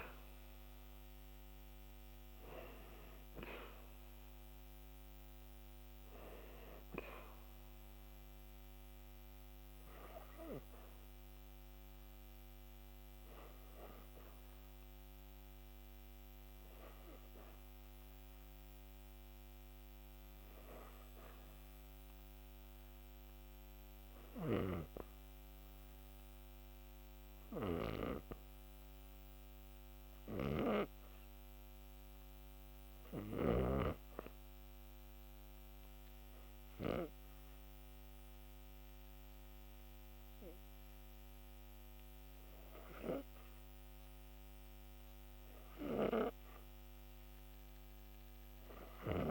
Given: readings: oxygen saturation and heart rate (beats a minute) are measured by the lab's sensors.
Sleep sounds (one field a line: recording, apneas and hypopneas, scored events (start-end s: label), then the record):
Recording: breathing in sleep by a microphone on the trachea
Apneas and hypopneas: 1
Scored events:
1.50-19.50 s: oxygen desaturation (device-marked, oxygen 95% before, 90% lowest)
20.00-23.00 s: arousal
26.00-42.50 s: obstructive apnea (oxygen 95% before, 90% lowest, heart rate 36 before, 34 extreme, up 3 after)
43.50-47.00 s: arousal
From the record:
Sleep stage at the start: N2 (light sleep)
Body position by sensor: on the back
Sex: female